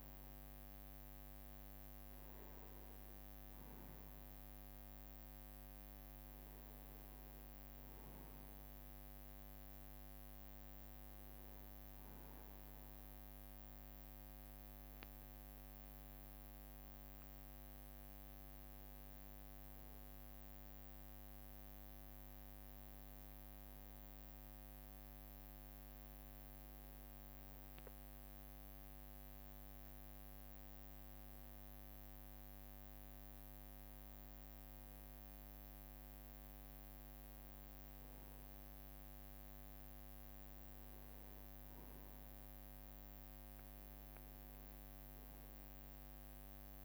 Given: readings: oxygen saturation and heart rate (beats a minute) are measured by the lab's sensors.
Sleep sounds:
breathing in sleep, hard to hear, by a microphone on the trachea; none
34.00-46.85 s: oxygen desaturation (device-marked, oxygen 94% before, 91% lowest, heart rate 67 before, 67 extreme)
From the record:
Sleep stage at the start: N1 (lightest sleep); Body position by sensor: on the right side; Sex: male

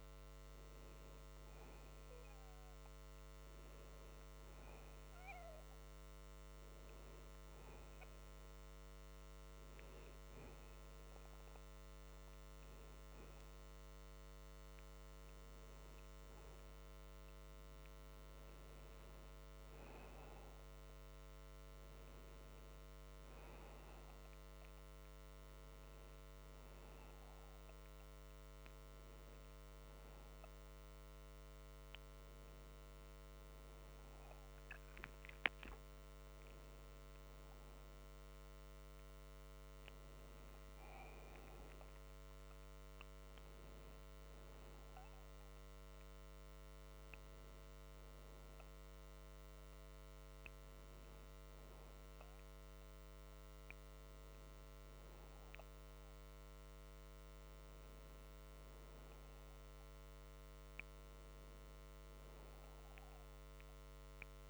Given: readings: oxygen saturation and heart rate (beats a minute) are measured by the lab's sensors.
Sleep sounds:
breathing in sleep, hard to hear, by a microphone on the trachea; none
4.00-64.00 s: new sleep stage, N2 (light sleep)
64.00-64.50 s: new sleep stage, N1 (lightest sleep)
From the record:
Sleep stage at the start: N1 (lightest sleep); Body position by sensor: on the back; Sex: male

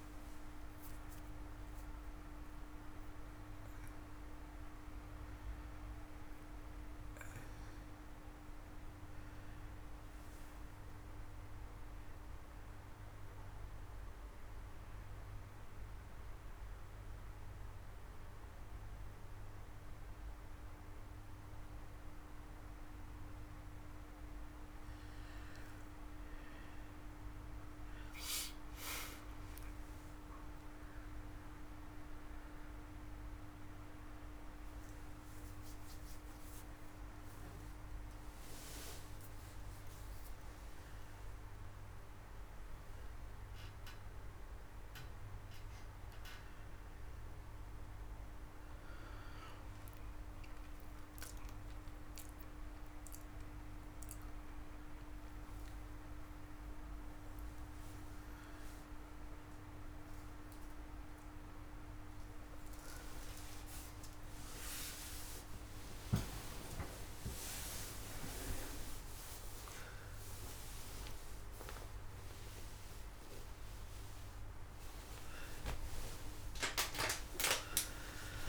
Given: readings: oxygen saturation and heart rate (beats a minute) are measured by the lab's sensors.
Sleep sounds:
a person partly awake in a sleep study, by a room microphone; 2
0.00-10.00 s: oxygen desaturation (device-marked, oxygen 89% lowest)
13.50-24.50 s: obstructive apnea (oxygen 99% before, 91% lowest)
26.50-31.00 s: arousal
30.00-43.00 s: oxygen desaturation (device-marked, oxygen 97% before, 91% lowest)
35.00-47.00 s: hypopnea (oxygen 99% before, 91% lowest)
46.00-78.49 s: new sleep stage, awake
67.00-73.00 s: oxygen desaturation (device-marked, oxygen 97% before, 94% lowest)
From the record:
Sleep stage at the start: N1 (lightest sleep); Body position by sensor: on the back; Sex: male

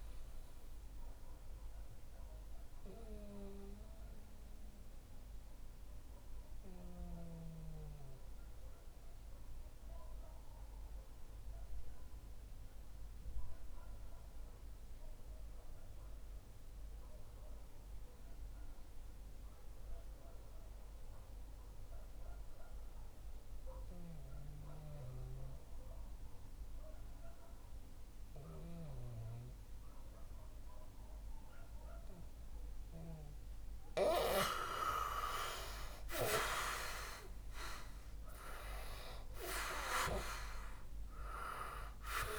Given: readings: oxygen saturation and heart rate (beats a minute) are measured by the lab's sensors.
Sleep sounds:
breathing in sleep by a room microphone; 1
0.00-18.00 s: oxygen desaturation (device-marked, oxygen 89% lowest, heart rate 58 extreme)
1.50-33.00 s: mixed apnea (oxygen 97% before, 89% lowest, heart rate 65 before, 58 extreme, up 7 after)
28.00-42.39 s: oxygen desaturation (device-marked, oxygen 98% before, 89% lowest, heart rate 60 before, 58 extreme)
34.50-39.50 s: arousal
From the record:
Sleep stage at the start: N2 (light sleep); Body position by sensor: on the back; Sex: male

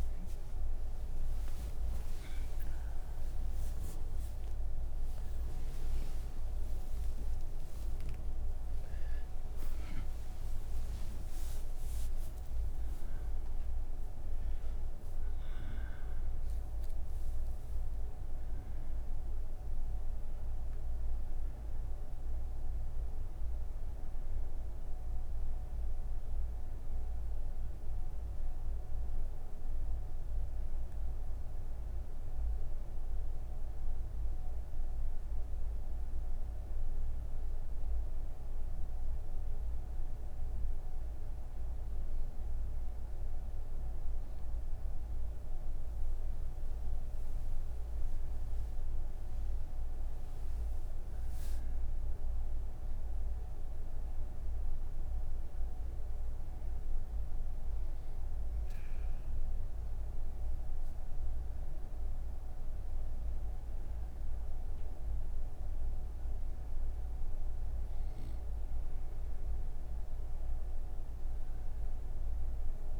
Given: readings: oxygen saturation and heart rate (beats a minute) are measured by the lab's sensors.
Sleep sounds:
breathing in sleep, hard to hear, by a room microphone; none
71.00-73.00 s: oxygen desaturation (device-marked, oxygen 97% before, 94% lowest, heart rate 178 before, 150 extreme)
From the record:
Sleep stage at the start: N3 (deep sleep); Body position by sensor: on the right side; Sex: female

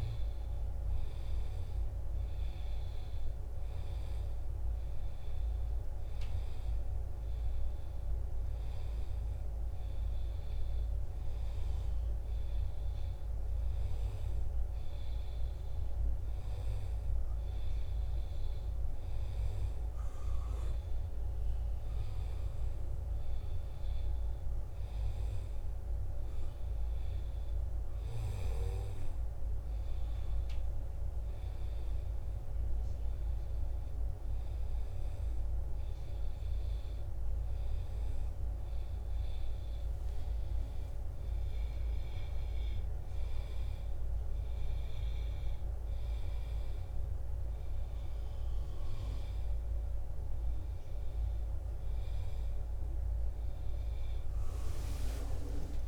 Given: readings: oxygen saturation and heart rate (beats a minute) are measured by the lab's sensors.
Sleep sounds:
a person partly awake in a sleep study, hard to hear, by a room microphone; none
31.50-55.88 s: new sleep stage, awake
From the record:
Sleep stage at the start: N2 (light sleep); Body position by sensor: on the back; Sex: male

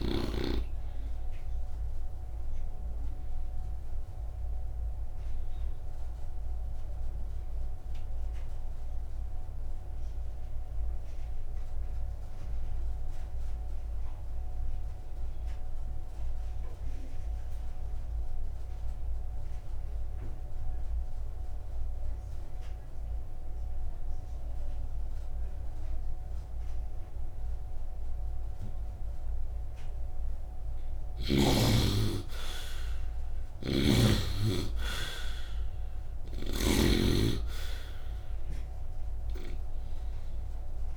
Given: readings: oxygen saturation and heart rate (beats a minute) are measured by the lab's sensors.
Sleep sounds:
breathing in sleep by a room microphone; 1
4.00-17.00 s: oxygen desaturation (device-marked, oxygen 91% before, 73% lowest, heart rate 62 before, 52 extreme)
5.00-29.50 s: obstructive apnea (oxygen 91% before, 66% lowest, heart rate 62 before, 52 extreme, up 7 after)
28.00-40.97 s: oxygen desaturation (device-marked, oxygen 86% before, 66% lowest, heart rate 67 before, 47 extreme)
33.00-36.50 s: arousal
33.50-37.00 s: snoring (device-marked)
From the record:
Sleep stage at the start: N2 (light sleep); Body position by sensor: upright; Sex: male

